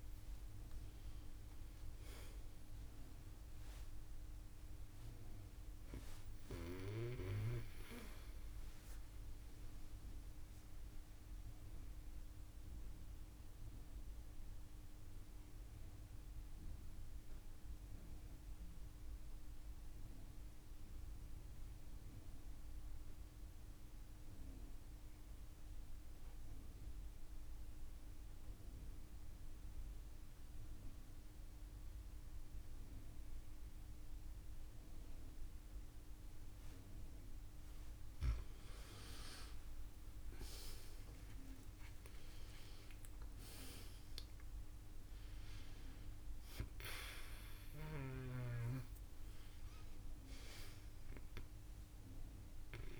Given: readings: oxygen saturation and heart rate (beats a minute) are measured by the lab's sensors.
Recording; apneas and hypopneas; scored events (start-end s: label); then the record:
breathing in sleep by a room microphone; 1
10.50-37.00 s: mixed apnea (oxygen 96% before, 91% lowest)
38.00-52.99 s: oxygen desaturation (device-marked, oxygen 97% before, 91% lowest)
40.50-45.00 s: arousal
From the record:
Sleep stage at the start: N2 (light sleep); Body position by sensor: on the back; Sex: female